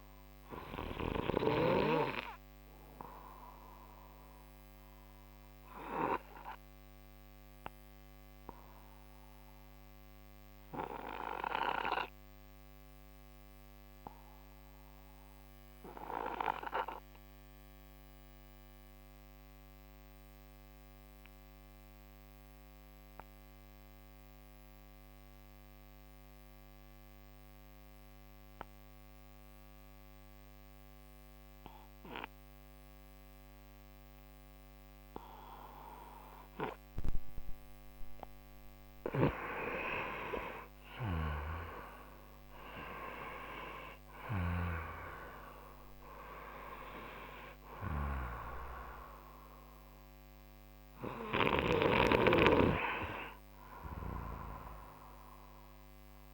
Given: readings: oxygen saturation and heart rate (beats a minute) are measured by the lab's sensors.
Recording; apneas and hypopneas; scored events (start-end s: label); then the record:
breathing in sleep by a microphone on the trachea; 1
0.00-20.00 s: oxygen desaturation (device-marked, oxygen 89% lowest)
3.50-36.50 s: obstructive apnea (oxygen 98% before, 87% lowest)
36.00-56.34 s: oxygen desaturation (device-marked, oxygen 97% before, 87% lowest)
38.00-42.50 s: arousal
From the record:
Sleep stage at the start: N2 (light sleep); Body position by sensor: on the right side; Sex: male